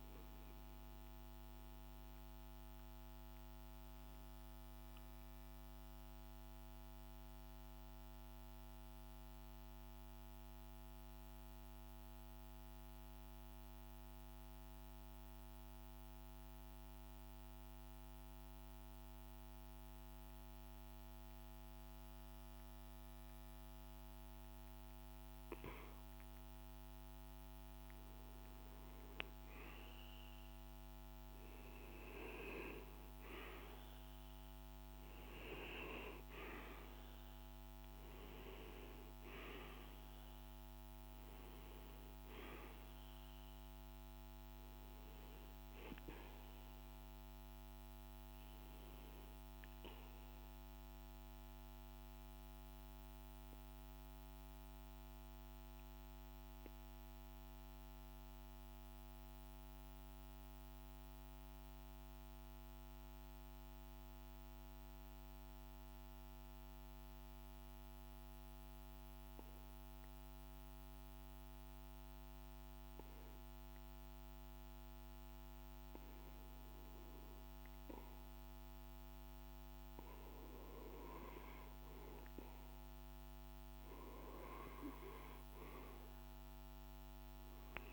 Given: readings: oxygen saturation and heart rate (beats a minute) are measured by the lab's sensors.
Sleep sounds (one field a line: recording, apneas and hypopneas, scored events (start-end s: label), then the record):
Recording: breathing in sleep by a microphone on the trachea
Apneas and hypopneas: 2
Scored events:
0.00-9.50 s: oxygen desaturation (device-marked, oxygen 93% lowest, heart rate 52 extreme)
3.50-25.50 s: mixed apnea (oxygen 98% before, 91% lowest, heart rate 56 before, 52 extreme, up 2 after)
28.00-33.00 s: arousal
28.50-59.50 s: oxygen desaturation (device-marked, oxygen 98% before, 91% lowest, heart rate 53 before, 52 extreme)
51.00-75.00 s: mixed apnea (oxygen 98% before, 92% lowest, heart rate 54 before, 52 extreme, up 1 after)
74.50-87.93 s: oxygen desaturation (device-marked, oxygen 99% before, 93% lowest, heart rate 52 before, 51 extreme)
78.50-81.50 s: arousal
From the record:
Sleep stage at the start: REM sleep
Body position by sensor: on the back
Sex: male